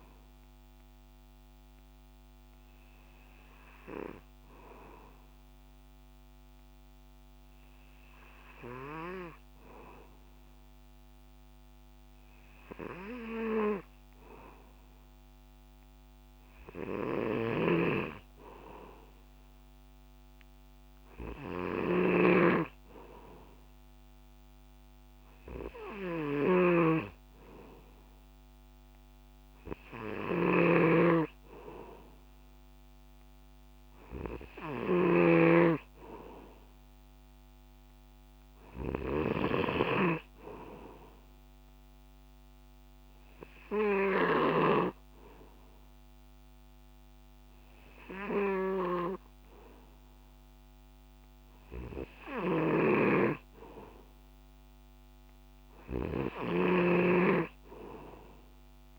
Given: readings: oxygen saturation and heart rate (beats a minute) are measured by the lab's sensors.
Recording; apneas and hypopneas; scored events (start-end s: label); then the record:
breathing in sleep by a microphone on the trachea; 1
1.00-16.00 s: hypopnea (oxygen 97% before, 94% lowest, heart rate 62 before, 63 extreme, up 2 after)
17.00-58.98 s: snoring (device-marked)
18.00-21.00 s: arousal
From the record:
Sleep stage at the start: N2 (light sleep); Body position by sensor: on the back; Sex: male